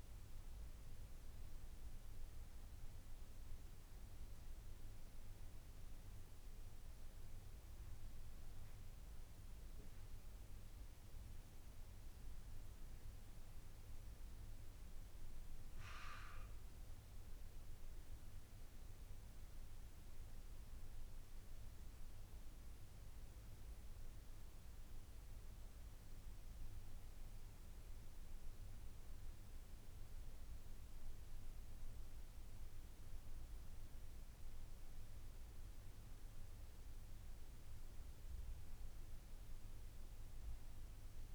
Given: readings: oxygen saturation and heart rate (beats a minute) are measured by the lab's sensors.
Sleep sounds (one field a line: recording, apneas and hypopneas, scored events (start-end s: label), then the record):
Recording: breathing in sleep, hard to hear, by a room microphone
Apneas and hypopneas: none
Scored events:
none scored
From the record:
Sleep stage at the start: N1 (lightest sleep)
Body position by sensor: on the right side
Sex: female